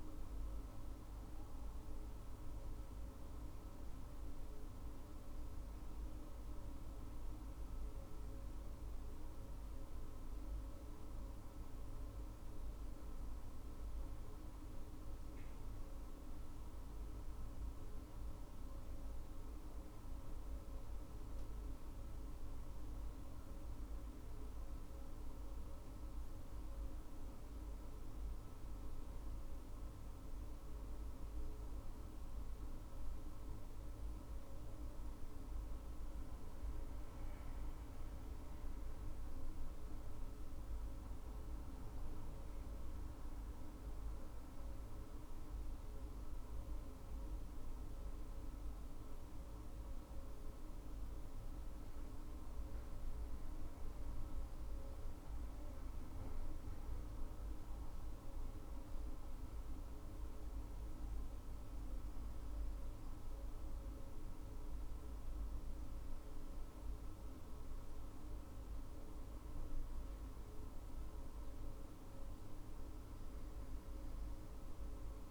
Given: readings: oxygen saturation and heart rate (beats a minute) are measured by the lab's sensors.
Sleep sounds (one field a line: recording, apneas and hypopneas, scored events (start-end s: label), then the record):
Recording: breathing in sleep, hard to hear, by a room microphone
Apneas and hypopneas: none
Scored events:
none scored
From the record:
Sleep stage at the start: N2 (light sleep)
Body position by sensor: on the back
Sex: female